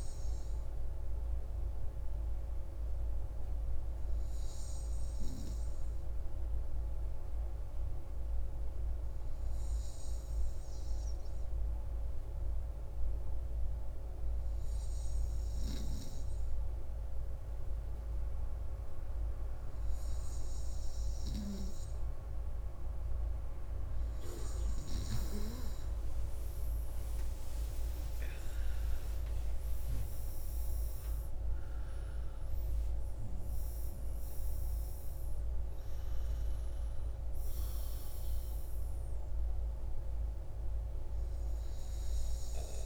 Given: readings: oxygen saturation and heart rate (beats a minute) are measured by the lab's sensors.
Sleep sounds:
breathing in sleep by a room microphone; 1
0.50-23.50 s: obstructive apnea (oxygen 97% before, 94% lowest, heart rate 62 before, 59 extreme, up 12 after)
26.00-31.00 s: arousal
From the record:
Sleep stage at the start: N2 (light sleep); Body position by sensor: on the front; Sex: male

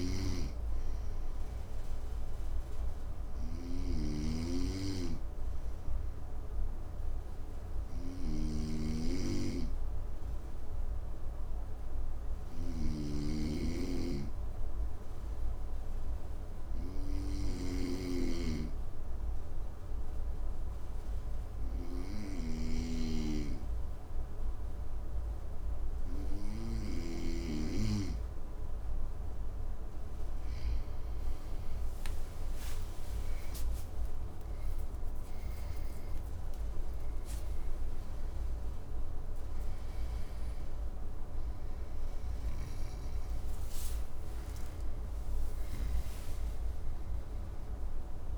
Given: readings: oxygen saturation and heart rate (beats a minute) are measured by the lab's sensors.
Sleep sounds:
breathing in sleep by a room microphone; 1
0.00-30.00 s: snoring (device-marked)
4.00-26.00 s: obstructive apnea (oxygen 99% before, 94% lowest, heart rate 58 before, 56 extreme, up 3 after)
33.00-40.00 s: arousal
From the record:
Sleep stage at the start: N2 (light sleep); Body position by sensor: on the front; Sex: male

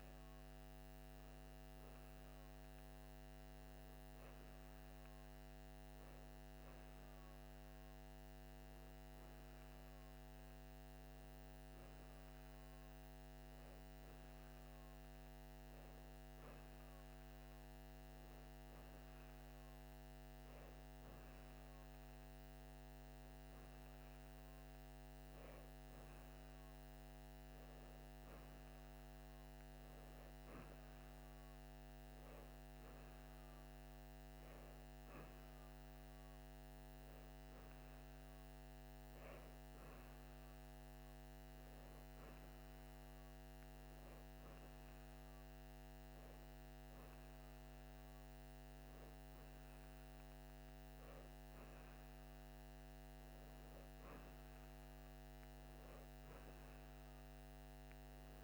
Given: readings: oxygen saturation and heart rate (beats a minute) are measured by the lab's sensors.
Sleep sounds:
breathing in sleep, hard to hear, by a microphone on the trachea; none
none scored
From the record:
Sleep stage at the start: N2 (light sleep); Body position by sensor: on the right side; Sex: female

